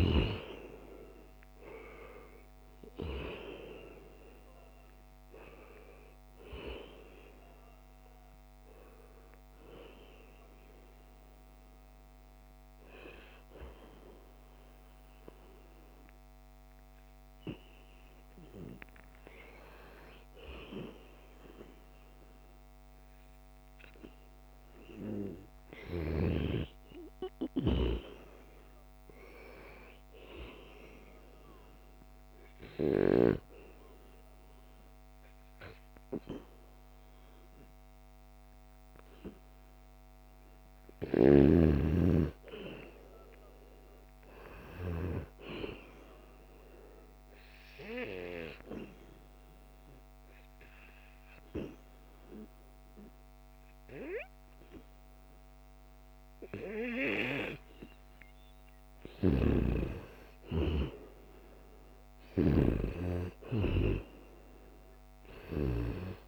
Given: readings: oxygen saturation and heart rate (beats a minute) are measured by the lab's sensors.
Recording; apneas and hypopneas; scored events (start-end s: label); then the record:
breathing in sleep by a microphone on the trachea; 3
0.00-19.50 s: oxygen desaturation (device-marked, oxygen 90% lowest, heart rate 71 extreme)
9.50-19.50 s: obstructive apnea (oxygen 96% before, 90% lowest, heart rate 76 before, 74 extreme, up 1 after)
21.50-26.00 s: arousal
30.50-41.50 s: obstructive apnea (oxygen 97% before, 92% lowest, heart rate 79 before, 74 extreme, up 3 after)
36.50-61.50 s: oxygen desaturation (device-marked, oxygen 97% before, 93% lowest, heart rate 78 before, 74 extreme)
42.00-45.00 s: arousal
47.00-58.50 s: obstructive apnea (oxygen 97% before, 92% lowest, heart rate 76 before, 76 extreme, up 1 after)
60.50-65.50 s: arousal
From the record:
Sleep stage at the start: N2 (light sleep); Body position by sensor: on the back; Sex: male